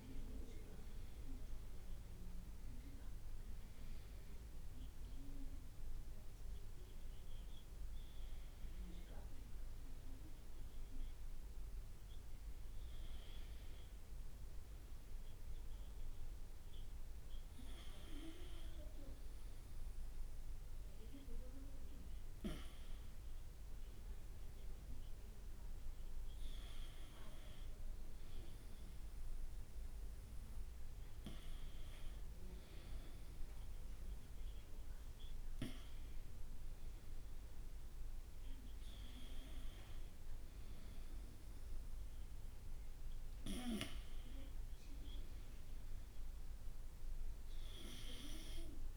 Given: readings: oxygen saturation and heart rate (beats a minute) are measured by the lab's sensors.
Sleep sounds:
breathing in sleep by a room microphone; none
0.00-9.50 s: drop in pulse transit time (device-marked, heart rate 67 extreme)
0.00-15.50 s: oxygen desaturation (device-marked, oxygen 91% lowest, heart rate 62 extreme)
From the record:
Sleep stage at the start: N1 (lightest sleep); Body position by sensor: on the right side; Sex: male

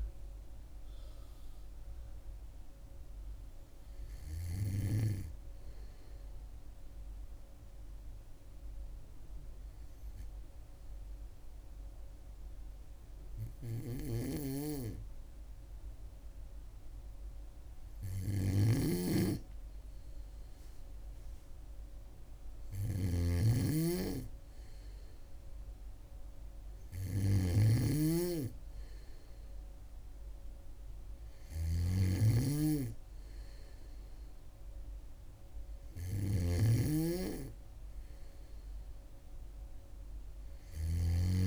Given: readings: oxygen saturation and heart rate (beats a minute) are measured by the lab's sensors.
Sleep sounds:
breathing in sleep by a room microphone; 1
5.50-18.00 s: hypopnea (oxygen 96% before, 96% lowest, heart rate 71 before, 63 extreme, up 5 after)
18.00-41.47 s: snoring (device-marked)
21.00-24.50 s: arousal
From the record:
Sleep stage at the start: N2 (light sleep); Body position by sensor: on the back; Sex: female

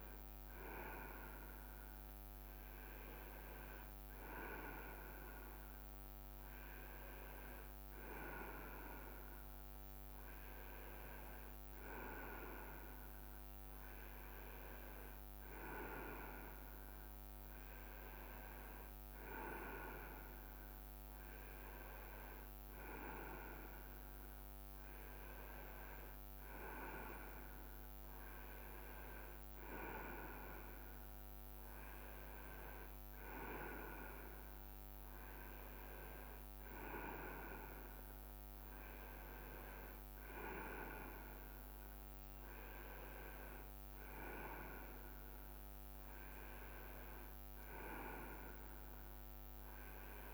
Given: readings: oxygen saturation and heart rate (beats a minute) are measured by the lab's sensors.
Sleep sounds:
breathing in sleep by a microphone on the trachea; none
6.00-12.00 s: leg movement (device-marked)
17.50-19.00 s: leg movement (device-marked)
24.50-33.00 s: leg movement (device-marked)
39.00-40.50 s: leg movement (device-marked)
45.50-50.34 s: leg movement (device-marked)
From the record:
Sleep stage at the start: N2 (light sleep); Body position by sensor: on the right side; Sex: male

